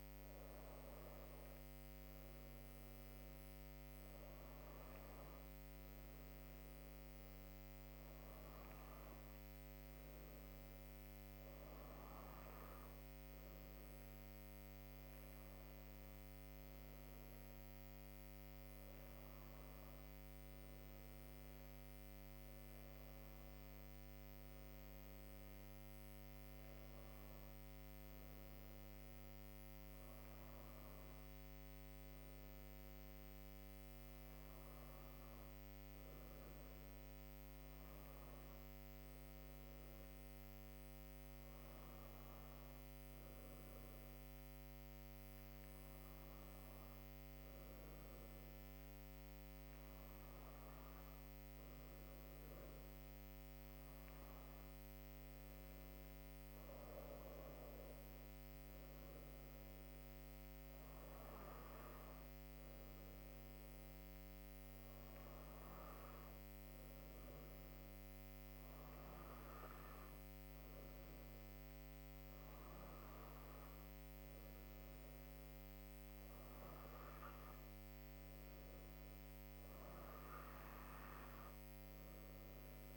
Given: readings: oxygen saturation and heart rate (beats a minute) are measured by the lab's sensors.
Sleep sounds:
breathing in sleep, hard to hear, by a microphone on the trachea; none
none scored
From the record:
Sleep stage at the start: N2 (light sleep); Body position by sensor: on the back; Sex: female

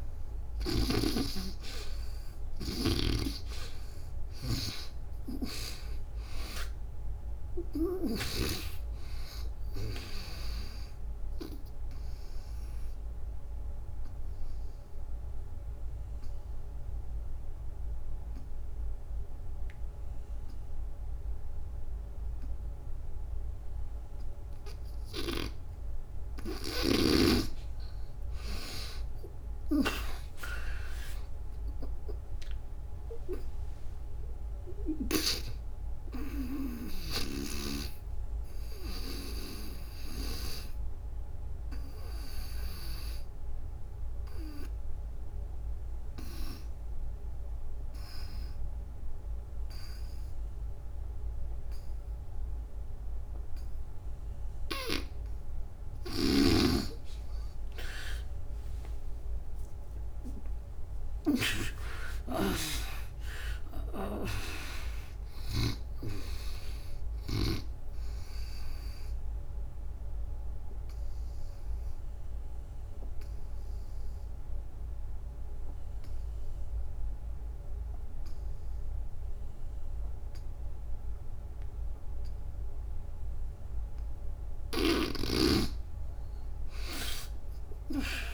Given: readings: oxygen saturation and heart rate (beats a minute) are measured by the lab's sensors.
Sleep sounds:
breathing in sleep by a room microphone; 3
0.00-8.00 s: snoring (device-marked)
4.00-8.00 s: arousal
7.50-22.50 s: oxygen desaturation (device-marked, oxygen 95% before, 82% lowest, heart rate 71 before, 64 extreme)
12.00-27.00 s: obstructive apnea (oxygen 96% before, 76% lowest, heart rate 75 before, 64 extreme, up 36 after)
24.50-54.50 s: oxygen desaturation (device-marked, oxygen 94% before, 76% lowest, heart rate 81 before, 64 extreme)
31.50-36.00 s: arousal
42.00-54.00 s: obstructive apnea (oxygen 94% before, 76% lowest, heart rate 82 before, 65 extreme, up 35 after)
57.00-63.00 s: arousal
66.50-79.50 s: oxygen desaturation (device-marked, oxygen 97% before, 80% lowest, heart rate 82 before, 63 extreme)
69.00-83.50 s: obstructive apnea (oxygen 97% before, 75% lowest, heart rate 87 before, 61 extreme, up 26 after)
84.50-88.34 s: oxygen desaturation (device-marked, oxygen 97% before, 79% lowest, heart rate 87 before, 61 extreme)
87.00-88.34 s: arousal
From the record:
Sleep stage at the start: N2 (light sleep); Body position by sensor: on the back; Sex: female

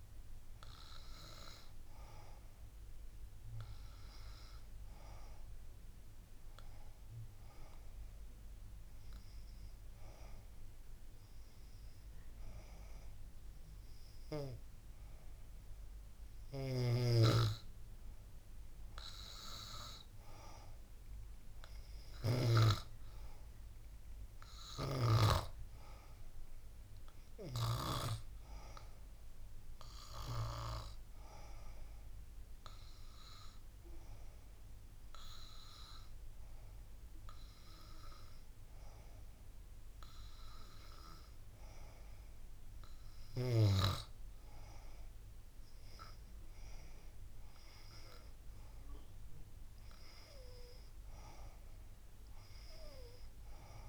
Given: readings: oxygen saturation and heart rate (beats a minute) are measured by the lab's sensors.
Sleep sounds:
breathing in sleep by a room microphone; 2
6.50-17.00 s: hypopnea (oxygen 95% before, 93% lowest, heart rate 87 before, 86 extreme, up 4 after)
19.00-22.50 s: arousal
25.50-37.50 s: oxygen desaturation (device-marked, oxygen 96% before, 93% lowest, heart rate 88 before, 87 extreme)
32.00-42.50 s: hypopnea (oxygen 96% before, 92% lowest, heart rate 88 before, 87 extreme, up 1 after)
47.50-51.00 s: arousal
From the record:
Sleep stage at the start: N2 (light sleep); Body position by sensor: on the back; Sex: female

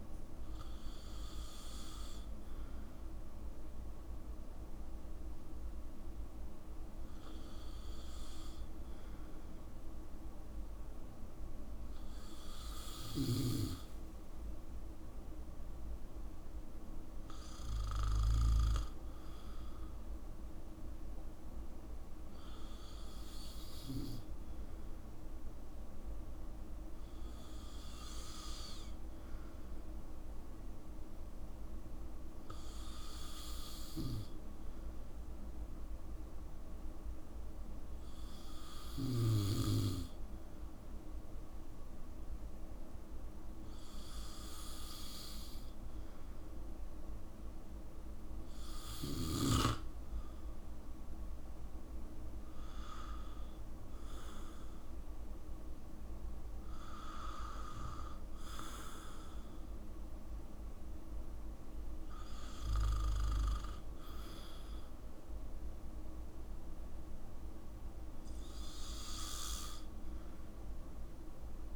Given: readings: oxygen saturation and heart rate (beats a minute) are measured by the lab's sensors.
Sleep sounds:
breathing in sleep by a room microphone; none
none scored
From the record:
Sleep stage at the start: N2 (light sleep); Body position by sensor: on the back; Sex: male

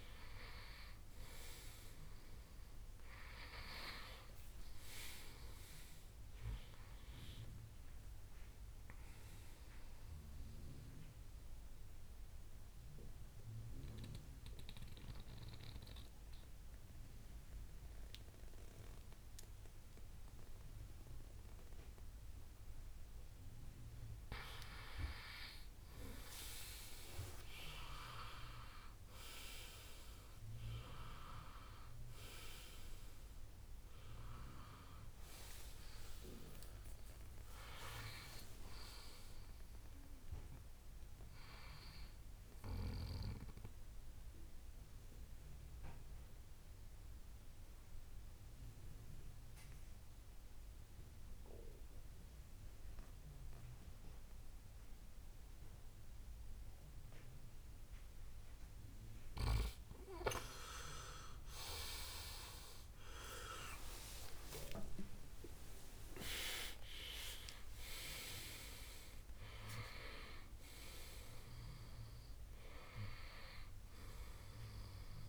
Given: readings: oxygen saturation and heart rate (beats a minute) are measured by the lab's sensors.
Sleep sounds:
breathing in sleep by a room microphone; 2
9.00-11.00 s: long interval between heartbeats (device-marked, heart rate 74 before, 81 extreme)
10.00-24.50 s: mixed apnea (oxygen 97% before, 92% lowest, heart rate 75 before, 69 extreme, up 11 after)
27.50-32.00 s: arousal
43.00-60.00 s: mixed apnea (oxygen 97% before, 92% lowest, heart rate 78 before, 67 extreme, up 16 after)
45.00-47.00 s: long interval between heartbeats (device-marked, heart rate 78 before, 78 extreme)
64.00-67.50 s: arousal
From the record:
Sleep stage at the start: N2 (light sleep); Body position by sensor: on the right side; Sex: male

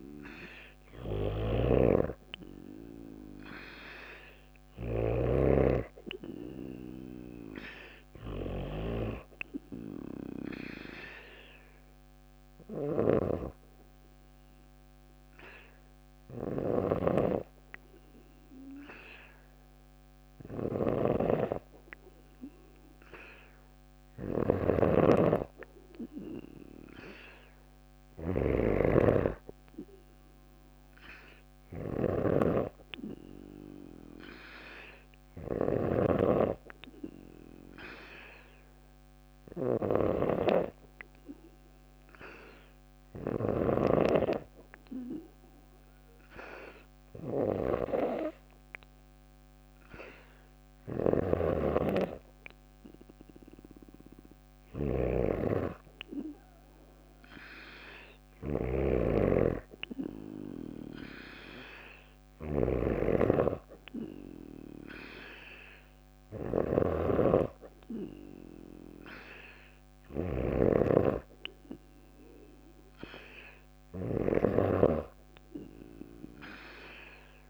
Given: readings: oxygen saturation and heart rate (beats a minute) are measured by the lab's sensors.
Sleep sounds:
breathing in sleep by a microphone on the trachea; 2
0.00-43.00 s: snoring (device-marked)
10.00-20.00 s: hypopnea (oxygen 95% before, 93% lowest)
26.00-30.00 s: arousal
38.50-51.00 s: hypopnea (oxygen 96% before, 94% lowest)
50.00-77.50 s: snoring (device-marked)
57.50-60.50 s: arousal
From the record:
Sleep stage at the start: N2 (light sleep); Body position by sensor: on the back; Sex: female

